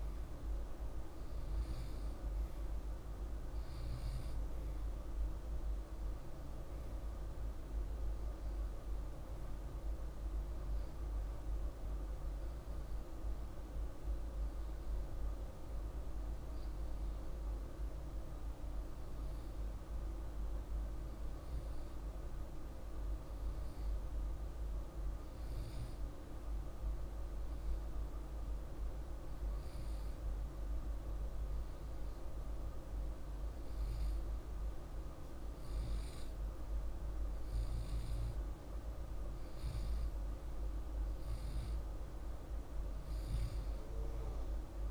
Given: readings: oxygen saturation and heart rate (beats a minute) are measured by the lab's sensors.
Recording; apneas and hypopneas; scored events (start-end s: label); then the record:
breathing in sleep, hard to hear, by a room microphone; 1
22.50-37.50 s: hypopnea (oxygen 98% before, 95% lowest, heart rate 50 before, 47 extreme, up 4 after)
38.50-42.50 s: arousal
From the record:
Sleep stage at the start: REM sleep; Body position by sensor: on the left side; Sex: male